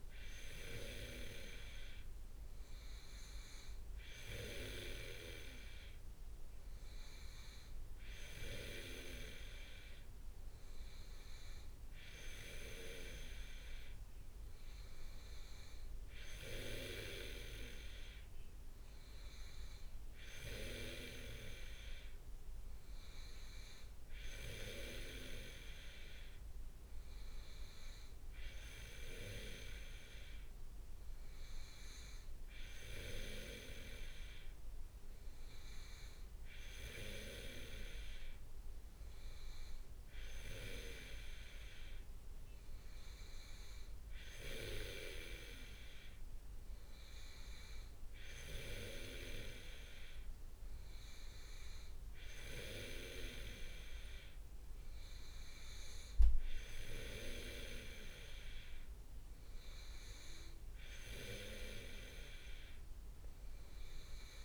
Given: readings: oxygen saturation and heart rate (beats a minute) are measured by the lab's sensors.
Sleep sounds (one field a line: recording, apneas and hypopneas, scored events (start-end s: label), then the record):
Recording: breathing in sleep by a room microphone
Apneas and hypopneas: none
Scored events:
none scored
From the record:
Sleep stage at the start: N2 (light sleep)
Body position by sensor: on the back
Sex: male